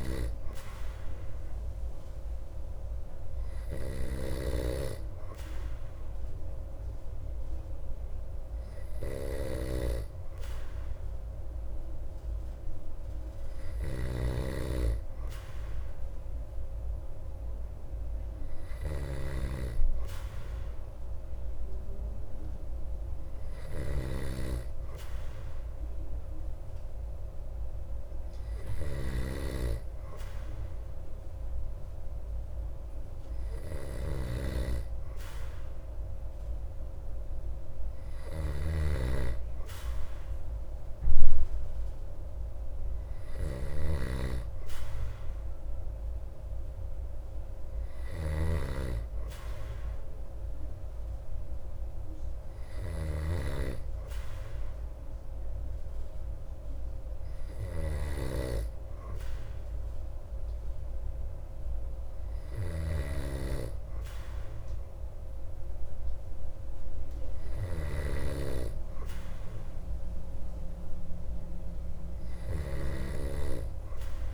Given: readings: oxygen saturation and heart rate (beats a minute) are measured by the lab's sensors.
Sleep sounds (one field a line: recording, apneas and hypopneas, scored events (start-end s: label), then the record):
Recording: breathing in sleep by a room microphone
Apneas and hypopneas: none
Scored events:
14.00-29.50 s: snoring (device-marked)
38.50-74.34 s: snoring (device-marked)
From the record:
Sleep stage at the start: N2 (light sleep)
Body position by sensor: on the back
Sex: male